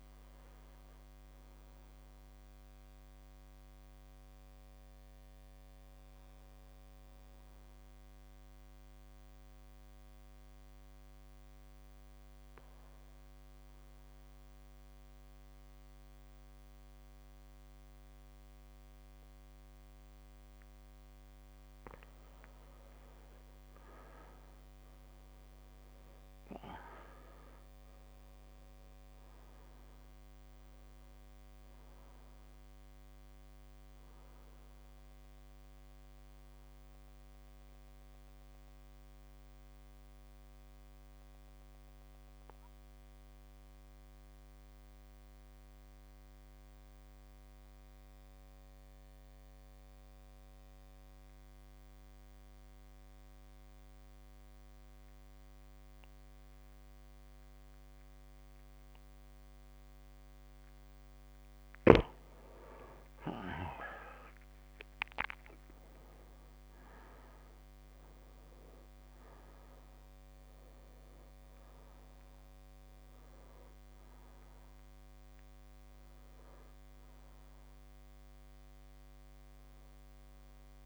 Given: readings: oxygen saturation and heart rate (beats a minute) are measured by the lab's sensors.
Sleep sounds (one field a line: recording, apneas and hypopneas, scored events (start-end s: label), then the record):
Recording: breathing in sleep, hard to hear, by a microphone on the trachea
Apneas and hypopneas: 2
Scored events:
8.50-21.00 s: mixed apnea (oxygen 100% before, 93% lowest)
11.50-13.50 s: long interval between heartbeats (device-marked)
24.50-28.00 s: arousal
28.50-49.50 s: oxygen desaturation (device-marked, oxygen 98% before, 93% lowest)
35.50-60.50 s: mixed apnea (oxygen 99% before, 92% lowest)
62.50-65.00 s: arousal
69.50-80.86 s: oxygen desaturation (device-marked, oxygen 99% before, 92% lowest)
From the record:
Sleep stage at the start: N2 (light sleep)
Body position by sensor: on the back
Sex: male